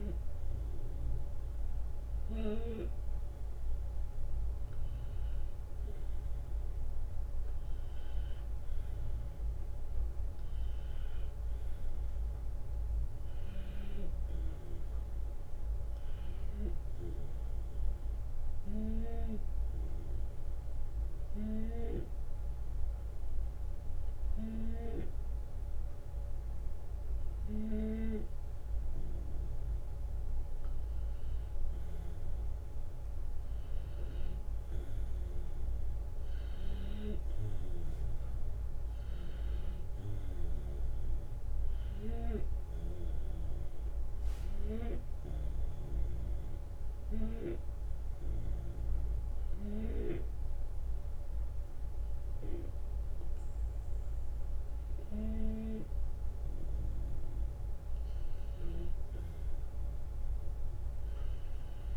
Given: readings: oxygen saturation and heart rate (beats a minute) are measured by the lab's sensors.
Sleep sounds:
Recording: breathing in sleep by a room microphone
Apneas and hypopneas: 1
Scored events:
34.00-37.50 s: arousal
44.50-56.50 s: obstructive apnea (oxygen 94% before, 91% lowest)
59.50-61.97 s: arousal
From the record:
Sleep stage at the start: N2 (light sleep)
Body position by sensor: on the left side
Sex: male

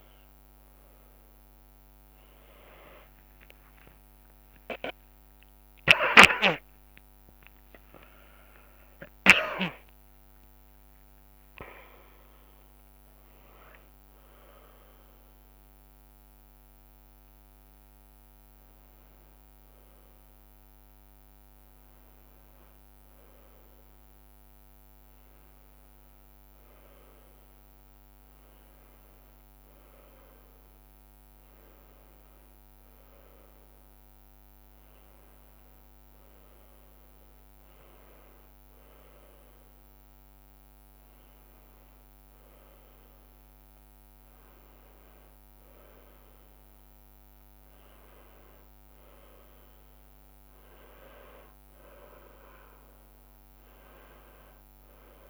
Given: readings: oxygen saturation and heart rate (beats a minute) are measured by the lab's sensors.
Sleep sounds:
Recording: breathing in sleep by a microphone on the trachea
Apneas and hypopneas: none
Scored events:
0.00-1.00 s: drop in pulse transit time (device-marked, heart rate 75 extreme)
0.00-17.00 s: tachycardia (device-marked, heart rate 159 extreme)
3.50-9.50 s: arousal
From the record:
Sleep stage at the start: N1 (lightest sleep)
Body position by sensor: on the back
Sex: female

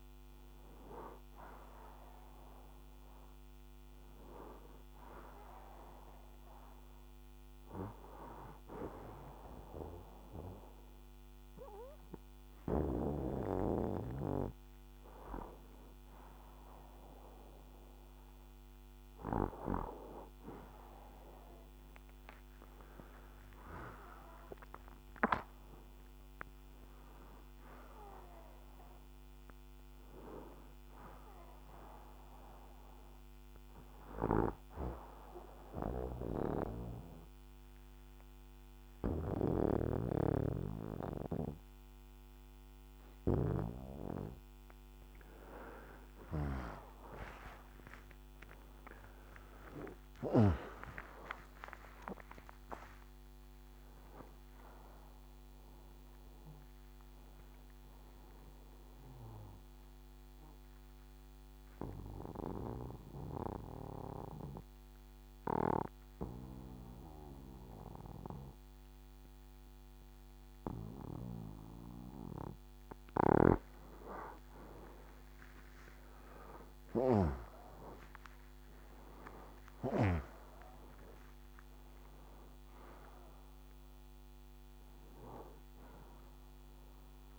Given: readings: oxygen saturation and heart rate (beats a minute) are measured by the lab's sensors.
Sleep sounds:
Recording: breathing in sleep by a microphone on the trachea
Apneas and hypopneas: 2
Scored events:
22.00-26.00 s: arousal
33.50-45.00 s: obstructive apnea (oxygen 94% before, 85% lowest, heart rate 71 before, 59 extreme, up 34 after)
48.00-53.00 s: arousal
58.50-73.00 s: obstructive apnea (oxygen 94% before, 85% lowest, heart rate 78 before, 59 extreme, up 22 after)
76.00-79.50 s: arousal
85.50-87.39 s: oxygen desaturation (device-marked, oxygen 95% before, 85% lowest, heart rate 70 before, 64 extreme)
From the record:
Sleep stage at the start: N2 (light sleep)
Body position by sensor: on the right side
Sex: male

